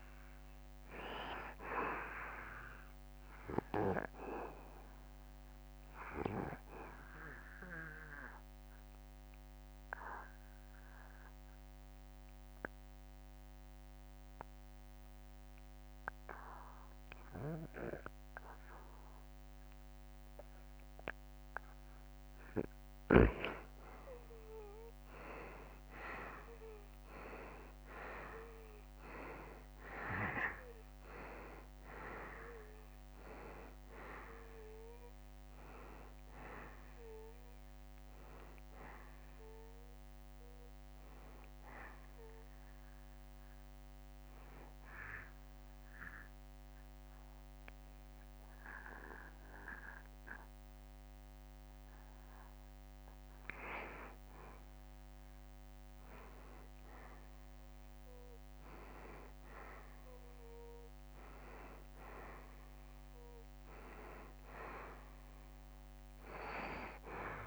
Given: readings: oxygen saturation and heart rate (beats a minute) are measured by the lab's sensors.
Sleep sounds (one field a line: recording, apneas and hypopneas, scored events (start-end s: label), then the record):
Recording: breathing in sleep by a microphone on the trachea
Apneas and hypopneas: 2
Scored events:
0.00-17.00 s: oxygen desaturation (device-marked, oxygen 90% lowest, heart rate 69 extreme)
4.00-22.50 s: obstructive apnea (oxygen 95% before, 85% lowest, heart rate 73 before, 69 extreme, up 2 after)
25.00-28.50 s: arousal
25.00-53.00 s: oxygen desaturation (device-marked, oxygen 95% before, 85% lowest, heart rate 70 before, 69 extreme)
43.00-54.00 s: obstructive apnea (oxygen 95% before, 86% lowest, heart rate 72 before, 69 extreme, up 1 after)
57.00-61.50 s: arousal
66.00-67.47 s: oxygen desaturation (device-marked, oxygen 96% before, 91% lowest, heart rate 71 before, 69 extreme)
From the record:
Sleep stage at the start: N2 (light sleep)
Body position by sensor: on the back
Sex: male